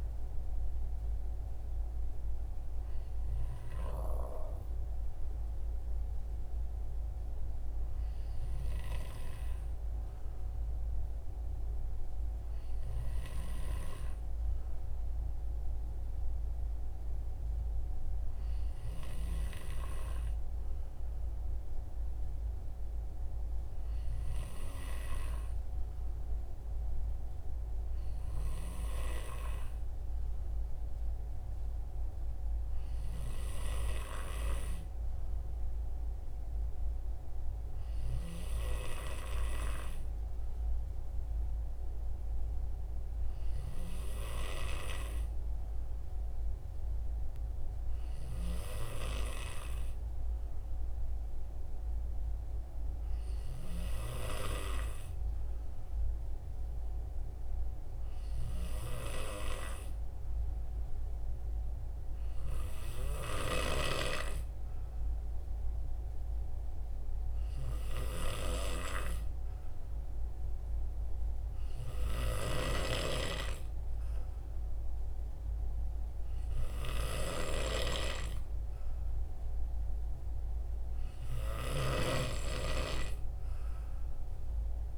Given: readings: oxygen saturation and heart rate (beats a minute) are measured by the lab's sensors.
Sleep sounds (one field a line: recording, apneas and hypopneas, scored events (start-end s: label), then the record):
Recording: breathing in sleep by a room microphone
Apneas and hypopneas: 1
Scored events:
22.00-40.00 s: hypopnea (oxygen 94% before, 91% lowest, heart rate 64 before, 63 extreme, up 2 after)
42.00-44.50 s: arousal
54.00-84.98 s: new sleep stage, N3 (deep sleep)
From the record:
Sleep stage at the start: N2 (light sleep)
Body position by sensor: on the right side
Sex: male